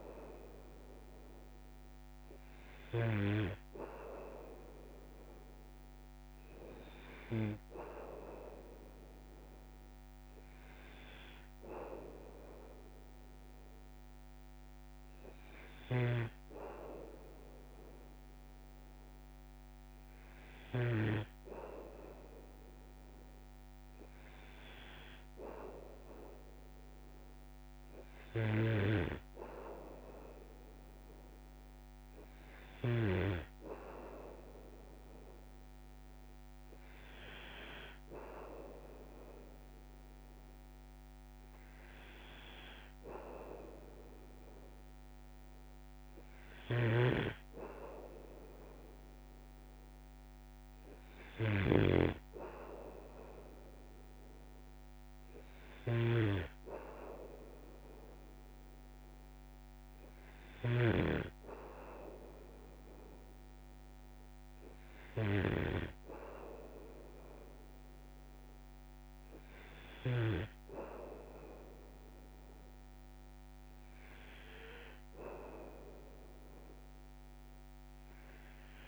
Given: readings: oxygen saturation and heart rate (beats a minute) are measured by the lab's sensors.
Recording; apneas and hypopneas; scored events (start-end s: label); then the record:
breathing in sleep by a microphone on the trachea; none
15.50-21.00 s: snoring (device-marked)
28.50-33.00 s: snoring (device-marked)
46.50-70.50 s: snoring (device-marked)
54.00-56.00 s: long interval between heartbeats (device-marked, heart rate 58 before, 58 extreme)
From the record:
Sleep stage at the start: N2 (light sleep); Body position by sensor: on the back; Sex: male